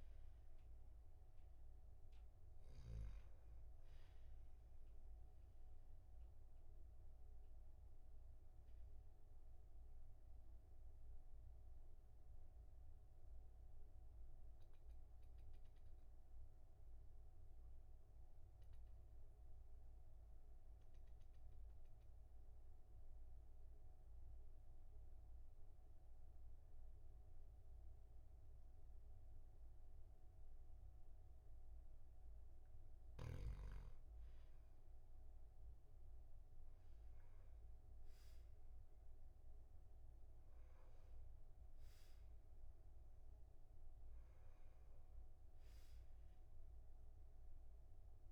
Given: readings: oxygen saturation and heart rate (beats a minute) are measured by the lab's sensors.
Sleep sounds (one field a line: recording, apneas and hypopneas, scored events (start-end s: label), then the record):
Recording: breathing in sleep, hard to hear, by a room microphone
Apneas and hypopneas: 1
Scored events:
6.00-32.00 s: obstructive apnea (oxygen 99% before, 95% lowest, heart rate 44 before, 40 extreme, up 3 after)
35.00-39.00 s: arousal
From the record:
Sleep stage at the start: N2 (light sleep)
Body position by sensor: on the back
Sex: male